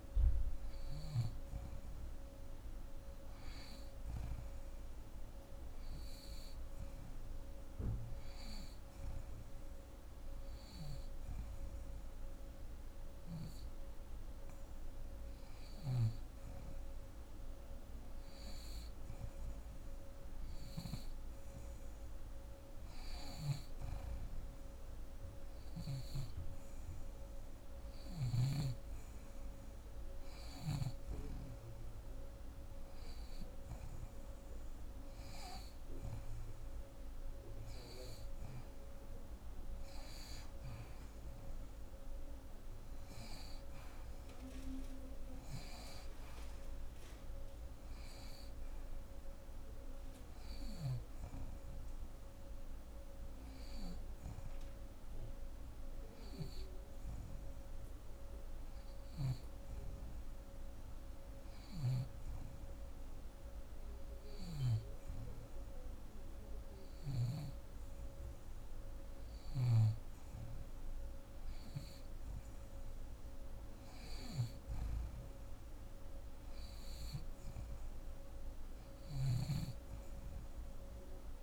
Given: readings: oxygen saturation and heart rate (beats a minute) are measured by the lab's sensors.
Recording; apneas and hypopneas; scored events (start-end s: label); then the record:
breathing in sleep, hard to hear, by a room microphone; none
22.50-28.00 s: snoring (device-marked)
61.00-64.50 s: snoring (device-marked)
From the record:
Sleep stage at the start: N2 (light sleep); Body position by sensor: on the back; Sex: female